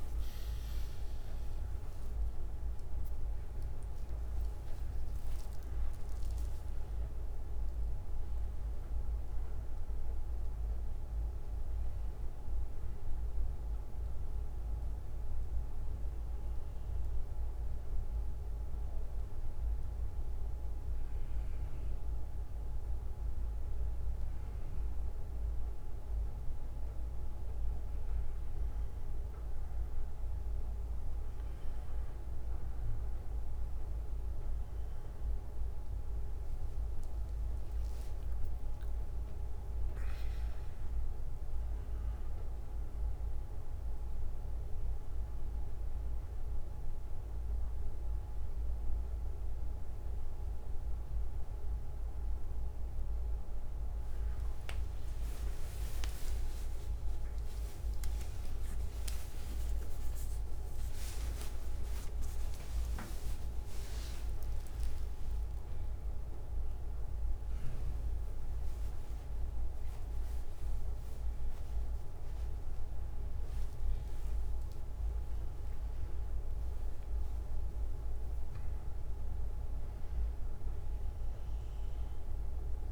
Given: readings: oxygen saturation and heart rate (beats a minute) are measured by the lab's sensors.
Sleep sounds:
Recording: a person awake in a sleep study, hard to hear, by a room microphone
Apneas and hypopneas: 1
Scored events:
0.00-4.50 s: oxygen desaturation (device-marked, oxygen 93% lowest, heart rate 55 extreme)
0.00-6.00 s: arousal
13.50-30.50 s: mixed apnea (oxygen 96% before, 93% lowest, heart rate 69 before, 57 extreme, up 14 after)
14.50-20.50 s: bradycardia (device-marked, heart rate 60 before, 55 extreme)
35.50-52.50 s: oxygen desaturation (device-marked, oxygen 98% before, 94% lowest, heart rate 62 before, 64 extreme)
39.50-82.92 s: new sleep stage, awake
59.50-65.50 s: tachycardia (device-marked, heart rate 61 before, 115 extreme)
From the record:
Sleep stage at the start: N2 (light sleep)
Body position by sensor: on the back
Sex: male

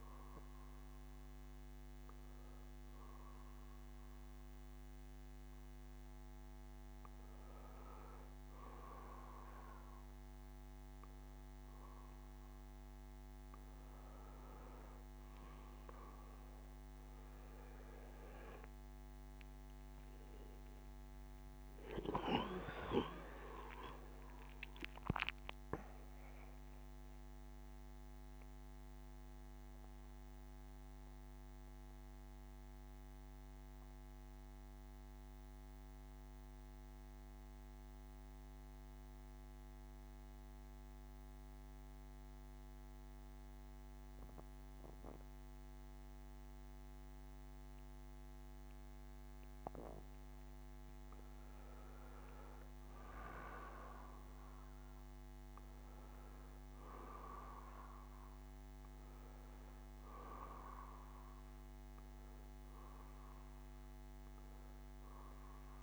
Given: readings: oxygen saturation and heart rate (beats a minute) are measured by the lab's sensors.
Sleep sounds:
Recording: breathing in sleep by a microphone on the trachea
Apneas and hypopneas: 1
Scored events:
0.00-3.00 s: oxygen desaturation (device-marked, oxygen 92% lowest, heart rate 59 extreme)
18.50-23.50 s: arousal
28.50-50.00 s: central apnea (oxygen 94% before, 89% lowest, heart rate 68 before, 62 extreme, up 13 after)
51.50-55.50 s: arousal
54.00-65.83 s: oxygen desaturation (device-marked, oxygen 97% before, 89% lowest, heart rate 68 before, 68 extreme)
From the record:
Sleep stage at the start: N2 (light sleep)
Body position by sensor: on the back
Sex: male

